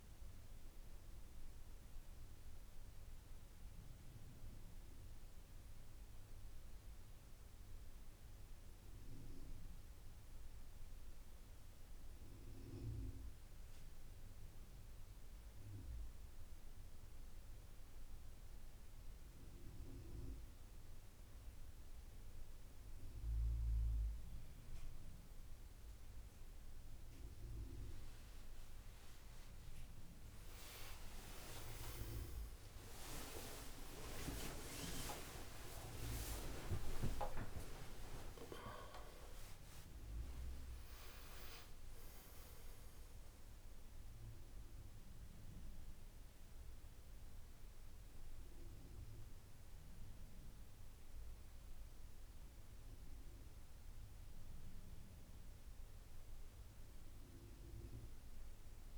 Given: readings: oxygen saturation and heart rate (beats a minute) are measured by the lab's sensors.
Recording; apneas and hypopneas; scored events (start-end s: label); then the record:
a person awake in a sleep study, by a room microphone; none
22.50-58.98 s: new sleep stage, awake
35.50-41.50 s: tachycardia (device-marked, heart rate 84 before, 106 extreme)
From the record:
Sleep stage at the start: N2 (light sleep); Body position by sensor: on the back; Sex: male